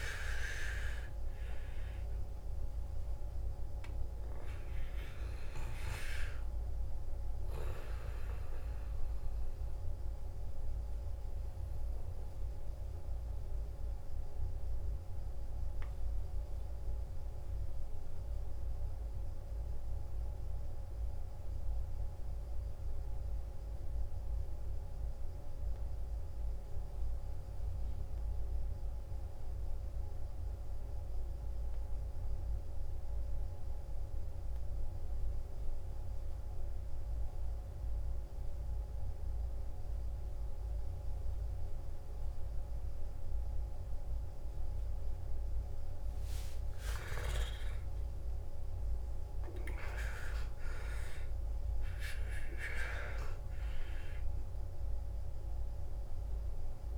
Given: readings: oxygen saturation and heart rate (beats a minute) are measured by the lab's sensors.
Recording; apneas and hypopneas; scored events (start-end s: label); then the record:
breathing in sleep by a room microphone; 1
0.00-19.50 s: oxygen desaturation (device-marked, oxygen 86% lowest, heart rate 54 extreme)
7.50-46.50 s: obstructive apnea (oxygen 97% before, 84% lowest, heart rate 64 before, 54 extreme, up 16 after)
37.50-56.98 s: oxygen desaturation (device-marked, oxygen 98% before, 89% lowest, heart rate 55 before, 54 extreme)
47.00-51.00 s: arousal
From the record:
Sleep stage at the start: N2 (light sleep); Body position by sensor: on the back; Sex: male